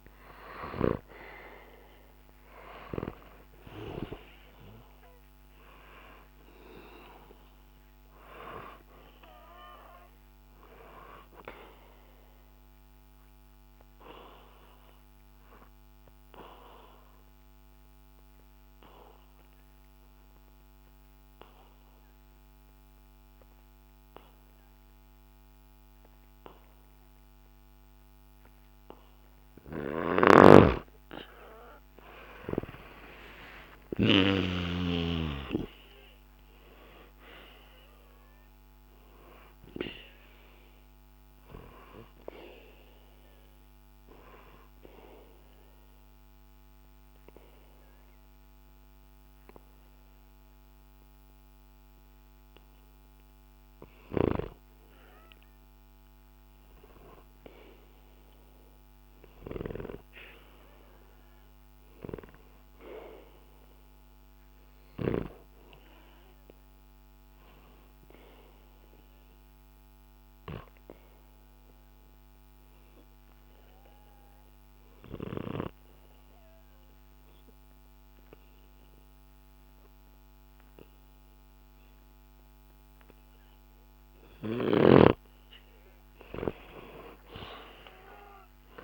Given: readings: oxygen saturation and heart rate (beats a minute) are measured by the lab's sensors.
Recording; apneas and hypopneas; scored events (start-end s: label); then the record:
breathing in sleep by a microphone on the trachea; 3
0.00-2.50 s: arousal
9.50-29.00 s: obstructive apnea (oxygen 98% before, 91% lowest, heart rate 66 before, 63 extreme, up 1 after)
30.00-34.50 s: snoring (device-marked)
30.50-35.00 s: arousal
36.50-65.50 s: oxygen desaturation (device-marked, oxygen 97% before, 91% lowest, heart rate 65 before, 63 extreme)
40.00-54.00 s: obstructive apnea (oxygen 97% before, 90% lowest, heart rate 65 before, 64 extreme, up 1 after)
56.50-61.50 s: arousal
69.00-84.50 s: obstructive apnea (oxygen 98% before, 90% lowest, heart rate 65 before, 63 extreme, up 1 after)
85.50-88.84 s: oxygen desaturation (device-marked, oxygen 97% before, 90% lowest, heart rate 65 before, 62 extreme)
87.00-88.84 s: arousal
From the record:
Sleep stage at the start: N2 (light sleep); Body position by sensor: on the back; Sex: male